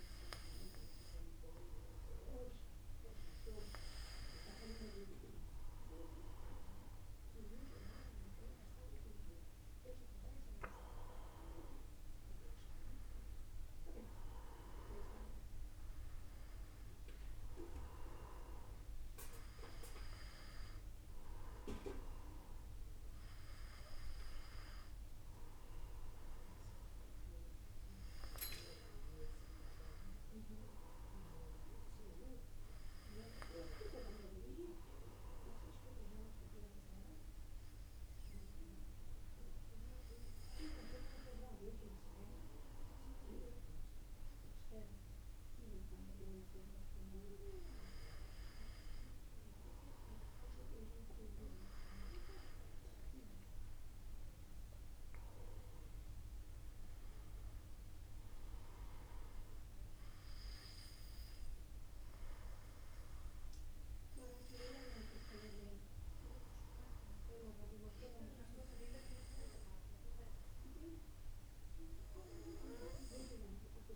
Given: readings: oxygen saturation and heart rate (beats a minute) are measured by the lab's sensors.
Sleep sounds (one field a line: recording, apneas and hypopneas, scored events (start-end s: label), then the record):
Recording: breathing in sleep by a room microphone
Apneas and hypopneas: none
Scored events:
none scored
From the record:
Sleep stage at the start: N2 (light sleep)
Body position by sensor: on the back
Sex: male